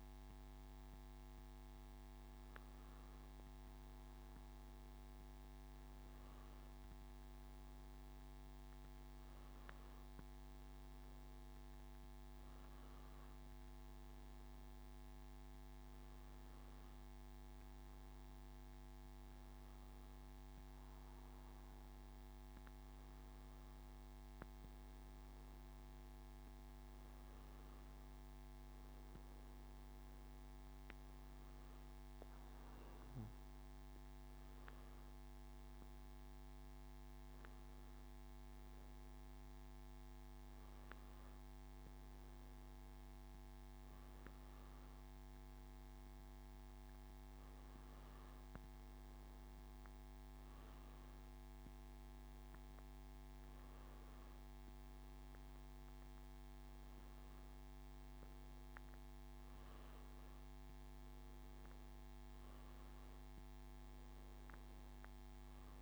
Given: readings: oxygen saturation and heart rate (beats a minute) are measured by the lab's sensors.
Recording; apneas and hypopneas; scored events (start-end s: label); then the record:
breathing in sleep, hard to hear, by a microphone on the trachea; none
36.00-40.00 s: arousal
From the record:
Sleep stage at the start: N2 (light sleep); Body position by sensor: on the back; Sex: male